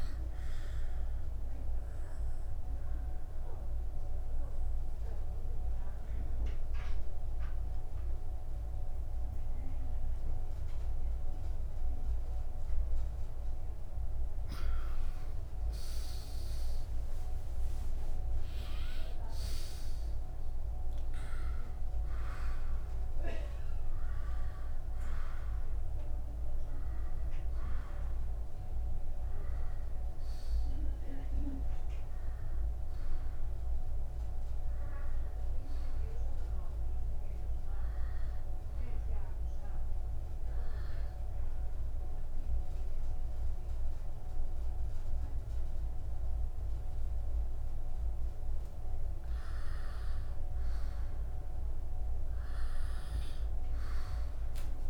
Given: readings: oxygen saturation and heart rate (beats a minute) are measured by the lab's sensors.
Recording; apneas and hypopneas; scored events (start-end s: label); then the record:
breathing in sleep, hard to hear, by a room microphone; 2
0.00-11.50 s: oxygen desaturation (device-marked, oxygen 89% lowest, heart rate 69 extreme)
1.50-14.00 s: obstructive apnea (oxygen 97% before, 89% lowest, heart rate 68 before, 69 extreme, up 4 after)
16.00-20.50 s: arousal
24.50-42.50 s: oxygen desaturation (device-marked, oxygen 98% before, 91% lowest, heart rate 71 before, 66 extreme)
38.50-49.00 s: hypopnea (oxygen 98% before, 91% lowest, heart rate 71 before, 66 extreme, up 0 after)
50.00-53.00 s: arousal
From the record:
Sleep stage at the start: N2 (light sleep); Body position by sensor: upright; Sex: male